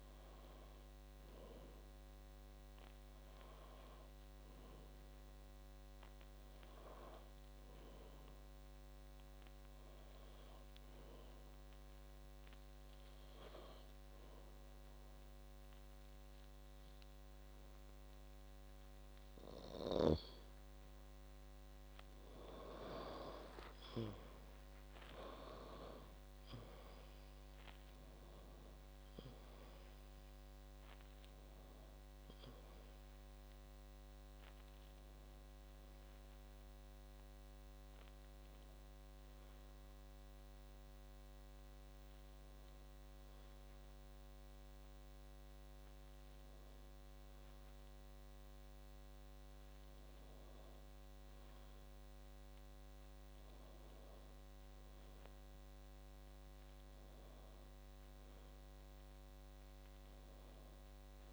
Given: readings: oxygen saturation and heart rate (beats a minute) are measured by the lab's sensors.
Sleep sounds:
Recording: breathing in sleep by a microphone on the trachea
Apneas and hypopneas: 1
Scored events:
9.50-21.00 s: obstructive apnea (oxygen 96% before, 91% lowest, heart rate 61 before, 57 extreme, up 10 after)
23.50-27.50 s: arousal
25.50-46.50 s: oxygen desaturation (device-marked, oxygen 95% before, 91% lowest, heart rate 63 before, 57 extreme)
From the record:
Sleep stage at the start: N2 (light sleep)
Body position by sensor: on the back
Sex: female

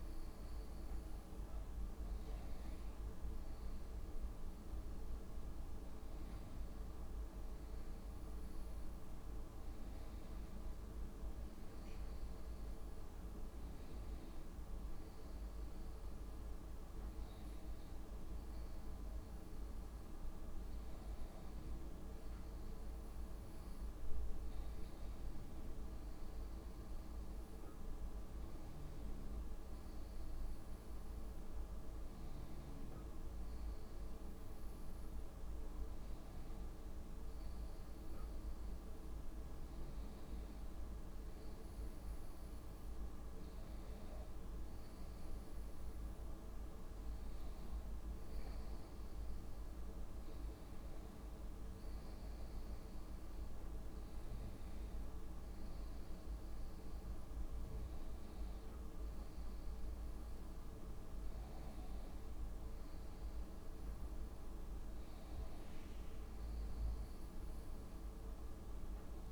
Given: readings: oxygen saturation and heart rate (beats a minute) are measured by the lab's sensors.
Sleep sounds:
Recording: a person awake in a sleep study, hard to hear, by a room microphone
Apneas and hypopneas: none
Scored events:
none scored
From the record:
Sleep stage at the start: awake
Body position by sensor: on the right side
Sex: female

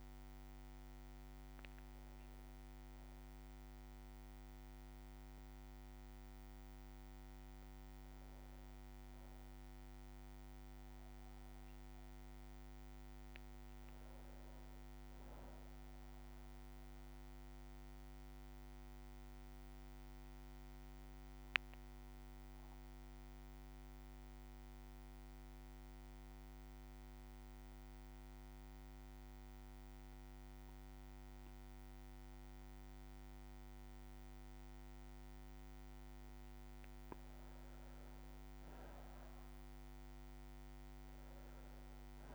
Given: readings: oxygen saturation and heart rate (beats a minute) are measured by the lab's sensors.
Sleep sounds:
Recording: breathing in sleep, hard to hear, by a microphone on the trachea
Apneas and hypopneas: 1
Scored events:
9.00-42.35 s: new sleep stage, N2 (light sleep)
12.50-16.00 s: arousal
18.50-35.00 s: obstructive apnea (oxygen 99% before, 92% lowest, heart rate 61 before, 57 extreme, up 5 after)
23.00-32.00 s: bradycardia (device-marked, heart rate 61 before, 58 extreme)
39.00-42.35 s: arousal
From the record:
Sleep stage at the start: N1 (lightest sleep)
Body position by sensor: on the back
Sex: male

